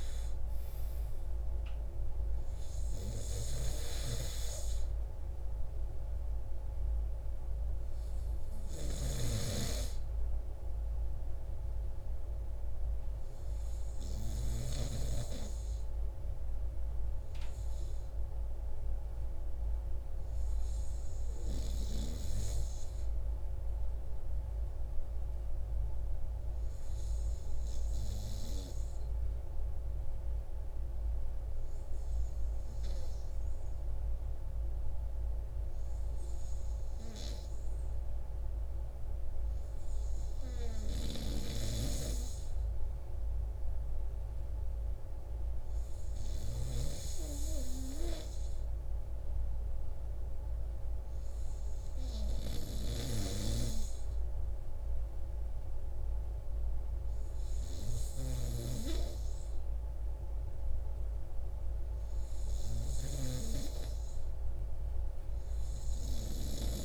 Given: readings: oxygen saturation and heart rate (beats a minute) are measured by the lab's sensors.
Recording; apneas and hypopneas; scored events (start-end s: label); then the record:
breathing in sleep by a room microphone; 1
20.50-62.00 s: obstructive apnea (oxygen 96% before, 94% lowest)
65.00-66.85 s: arousal
From the record:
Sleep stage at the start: N2 (light sleep); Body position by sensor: on the right side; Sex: male